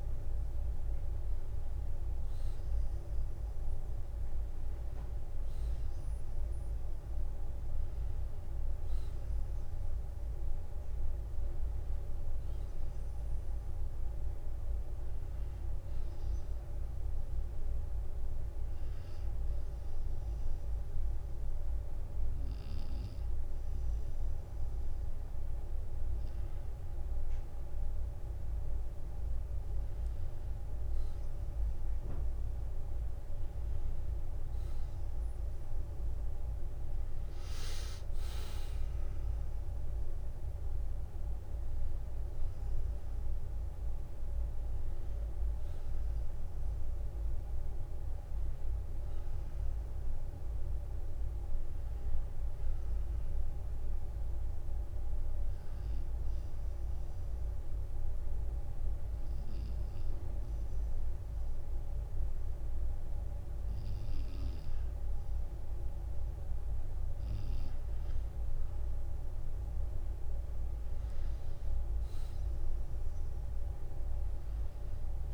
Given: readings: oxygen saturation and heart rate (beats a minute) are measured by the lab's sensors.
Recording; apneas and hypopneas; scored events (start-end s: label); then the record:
breathing in sleep, hard to hear, by a room microphone; 2
5.00-7.00 s: long interval between heartbeats (device-marked, heart rate 57 before, 63 extreme)
17.00-27.00 s: obstructive apnea (oxygen 93% before, 90% lowest, heart rate 60 before, 54 extreme, up 8 after)
27.50-29.50 s: long interval between heartbeats (device-marked, heart rate 62 before, 62 extreme)
29.50-33.00 s: arousal
42.00-57.00 s: oxygen desaturation (device-marked, oxygen 95% before, 90% lowest, heart rate 60 before, 47 extreme)
53.50-67.00 s: obstructive apnea (oxygen 95% before, 90% lowest, heart rate 61 before, 47 extreme, up 10 after)
73.50-75.34 s: arousal
From the record:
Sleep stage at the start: N2 (light sleep); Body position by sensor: on the back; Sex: male